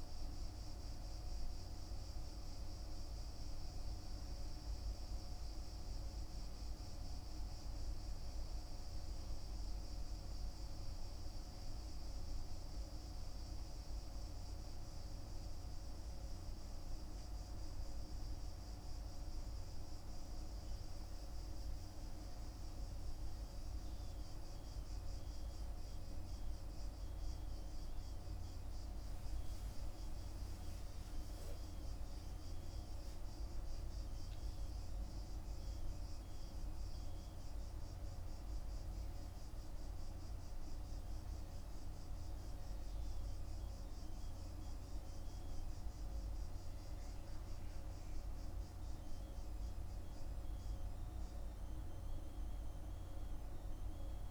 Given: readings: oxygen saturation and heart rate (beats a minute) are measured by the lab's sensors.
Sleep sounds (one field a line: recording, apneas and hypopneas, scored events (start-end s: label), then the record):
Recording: breathing in sleep, hard to hear, by a room microphone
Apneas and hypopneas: none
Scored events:
none scored
From the record:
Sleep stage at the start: N2 (light sleep)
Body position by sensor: on the back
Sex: male